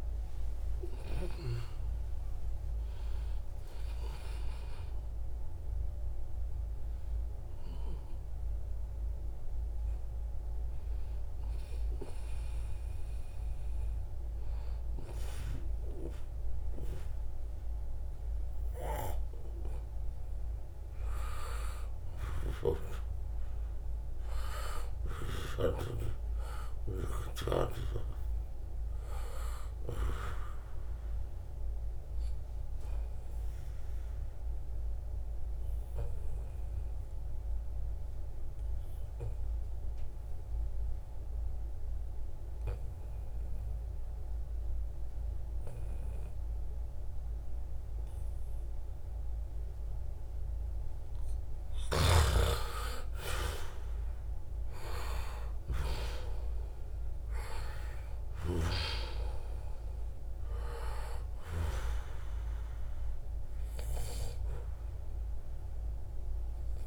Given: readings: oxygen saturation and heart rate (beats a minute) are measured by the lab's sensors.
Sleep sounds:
breathing in sleep by a room microphone; 1
0.00-10.50 s: oxygen desaturation (device-marked, oxygen 90% lowest, heart rate 79 extreme)
23.50-28.00 s: arousal
26.50-28.50 s: long interval between heartbeats (device-marked, heart rate 81 before, 90 extreme)
33.50-51.00 s: obstructive apnea (oxygen 97% before, 89% lowest, heart rate 83 before, 73 extreme, up 11 after)
49.50-66.87 s: oxygen desaturation (device-marked, oxygen 95% before, 90% lowest, heart rate 79 before, 69 extreme)
52.00-55.50 s: arousal
52.50-54.50 s: long interval between heartbeats (device-marked, heart rate 76 before, 80 extreme)
From the record:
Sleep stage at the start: N2 (light sleep); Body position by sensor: on the back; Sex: male

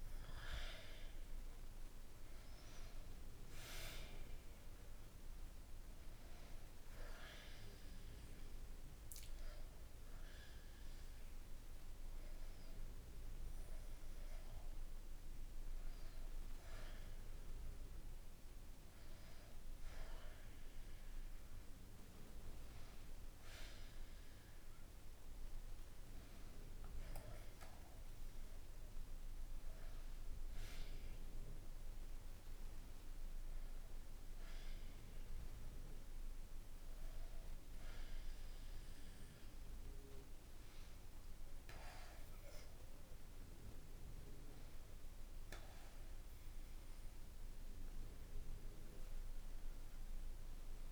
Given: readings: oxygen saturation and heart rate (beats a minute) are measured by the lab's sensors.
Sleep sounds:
breathing in sleep by a room microphone; none
none scored
From the record:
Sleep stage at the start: N1 (lightest sleep); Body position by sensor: on the back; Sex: male

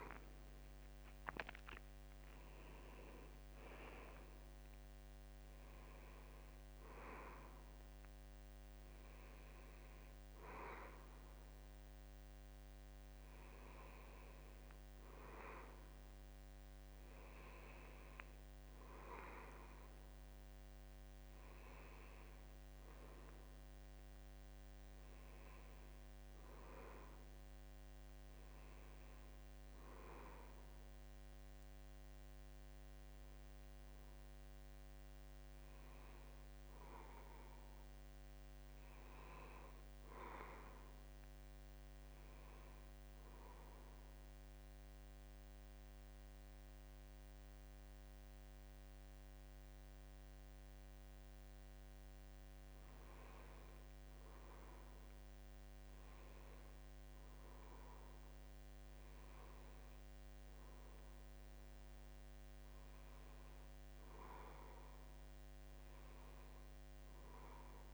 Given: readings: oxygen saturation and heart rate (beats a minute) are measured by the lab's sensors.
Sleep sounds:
breathing in sleep by a microphone on the trachea; 1
0.00-3.00 s: arousal
0.00-15.00 s: oxygen desaturation (device-marked, oxygen 87% lowest, heart rate 73 extreme)
39.00-42.00 s: arousal
44.00-54.00 s: central apnea (oxygen 94% before, 89% lowest, heart rate 74 before, 72 extreme, up 1 after)
56.00-60.00 s: arousal
58.00-67.94 s: oxygen desaturation (device-marked, oxygen 93% before, 90% lowest, heart rate 73 before, 73 extreme)
From the record:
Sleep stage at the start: N2 (light sleep); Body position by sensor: on the back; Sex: male

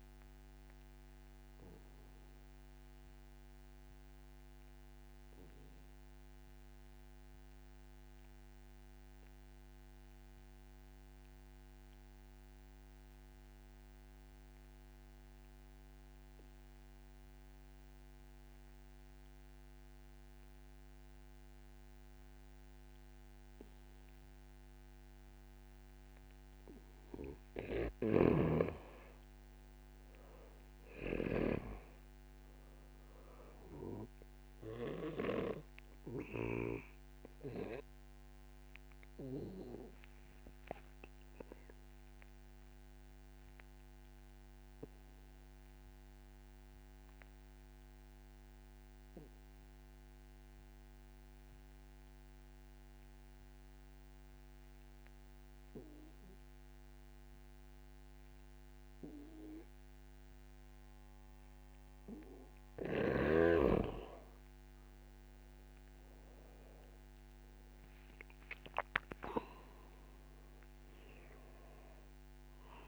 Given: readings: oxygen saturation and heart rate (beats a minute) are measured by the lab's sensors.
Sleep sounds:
breathing in sleep by a microphone on the trachea; 2
0.00-12.50 s: oxygen desaturation (device-marked, oxygen 89% lowest, heart rate 53 extreme)
2.00-26.50 s: obstructive apnea (oxygen 97% before, 87% lowest, heart rate 58 before, 48 extreme, up 12 after)
28.00-37.00 s: snoring (device-marked)
28.50-51.50 s: oxygen desaturation (device-marked, oxygen 96% before, 89% lowest, heart rate 61 before, 48 extreme)
29.50-31.50 s: arousal
39.00-61.00 s: obstructive apnea (oxygen 97% before, 87% lowest, heart rate 63 before, 48 extreme, up 10 after)
64.50-72.88 s: oxygen desaturation (device-marked, oxygen 96% before, 87% lowest, heart rate 65 before, 48 extreme)
66.00-70.00 s: arousal
From the record:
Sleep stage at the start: N2 (light sleep); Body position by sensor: on the back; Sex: male

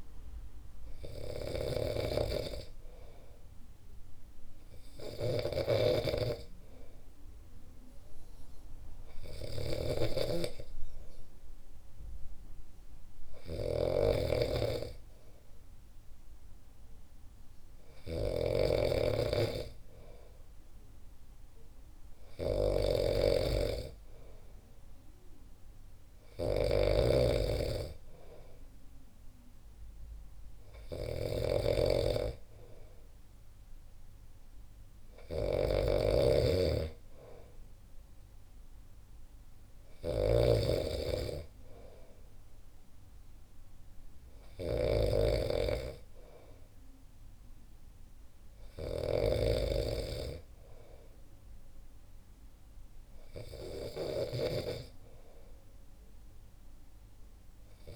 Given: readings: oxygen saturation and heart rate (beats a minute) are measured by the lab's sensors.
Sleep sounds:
breathing in sleep by a room microphone; none
0.00-57.96 s: snoring (device-marked)
From the record:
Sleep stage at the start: N2 (light sleep); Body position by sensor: on the back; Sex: male

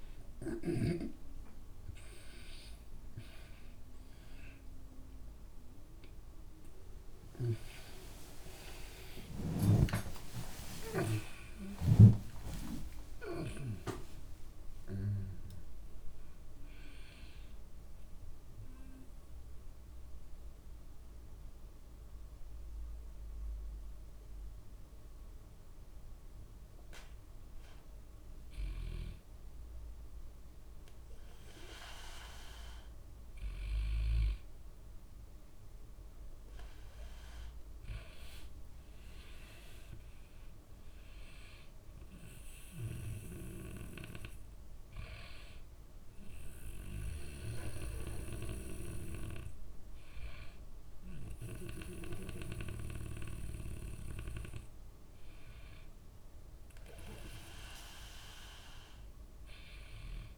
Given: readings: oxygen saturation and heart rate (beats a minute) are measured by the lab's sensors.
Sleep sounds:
breathing in sleep by a room microphone; none
0.00-1.00 s: snoring (device-marked)
0.00-5.00 s: oxygen desaturation (device-marked, oxygen 96% before, 92% lowest, heart rate 67 before, 68 extreme)
8.50-13.00 s: arousal
40.00-44.00 s: arousal
From the record:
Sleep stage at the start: N2 (light sleep); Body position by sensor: on the back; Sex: male

